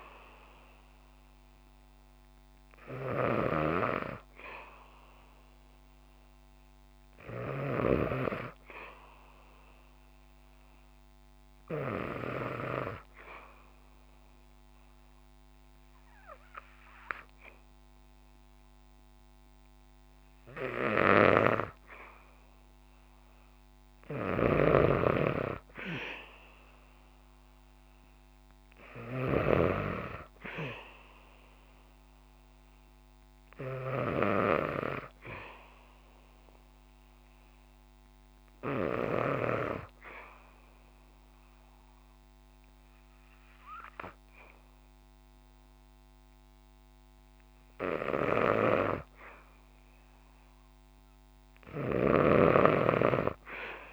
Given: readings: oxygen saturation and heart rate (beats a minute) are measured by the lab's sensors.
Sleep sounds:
breathing in sleep by a microphone on the trachea; 2
0.00-3.00 s: snoring (device-marked)
9.50-21.00 s: hypopnea (oxygen 97% before, 94% lowest, heart rate 65 before, 63 extreme, up 2 after)
20.50-39.00 s: snoring (device-marked)
22.50-26.00 s: arousal
37.00-48.00 s: obstructive apnea (oxygen 96% before, 94% lowest, heart rate 65 before, 63 extreme, up 2 after)
50.50-53.50 s: arousal
51.00-53.93 s: snoring (device-marked)
From the record:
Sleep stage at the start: N2 (light sleep); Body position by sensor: on the back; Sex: female

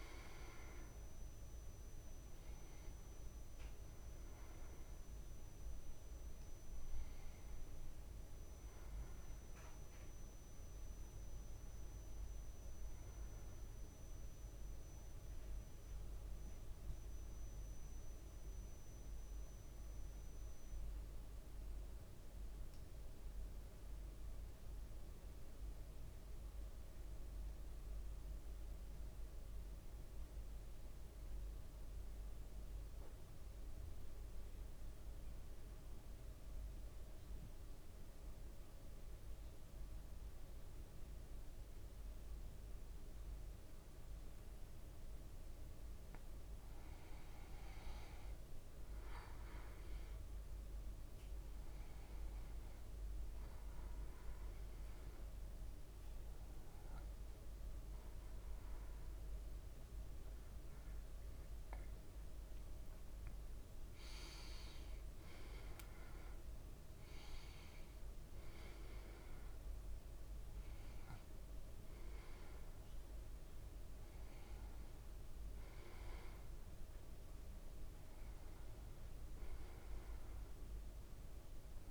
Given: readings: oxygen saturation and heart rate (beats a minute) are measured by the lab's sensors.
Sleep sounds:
breathing in sleep, hard to hear, by a room microphone; 1
0.00-17.50 s: oxygen desaturation (device-marked, oxygen 93% lowest, heart rate 55 extreme)
18.50-45.00 s: central apnea (oxygen 99% before, 93% lowest, heart rate 57 before, 55 extreme, up 4 after)
47.50-76.50 s: oxygen desaturation (device-marked, oxygen 99% before, 93% lowest, heart rate 56 before, 55 extreme)
48.00-52.50 s: arousal
From the record:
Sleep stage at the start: REM sleep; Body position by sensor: on the back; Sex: male

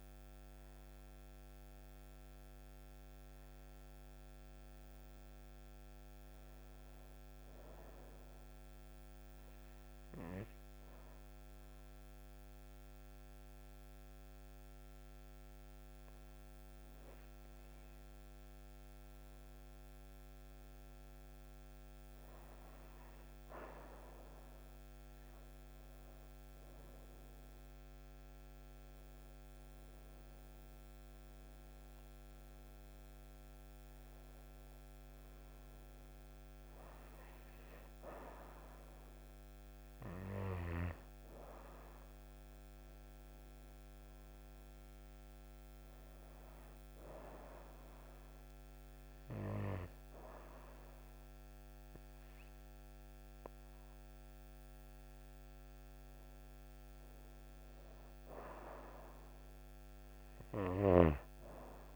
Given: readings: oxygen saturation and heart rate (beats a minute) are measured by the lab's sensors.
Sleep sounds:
breathing in sleep by a microphone on the trachea; 2
6.50-16.50 s: obstructive apnea (oxygen 99% before, 94% lowest)
10.50-61.96 s: new sleep stage, N2 (light sleep)
17.50-22.00 s: arousal
47.00-57.00 s: obstructive apnea (oxygen 98% before, 93% lowest)
59.50-61.96 s: arousal
From the record:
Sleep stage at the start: N1 (lightest sleep); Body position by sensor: on the right side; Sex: female

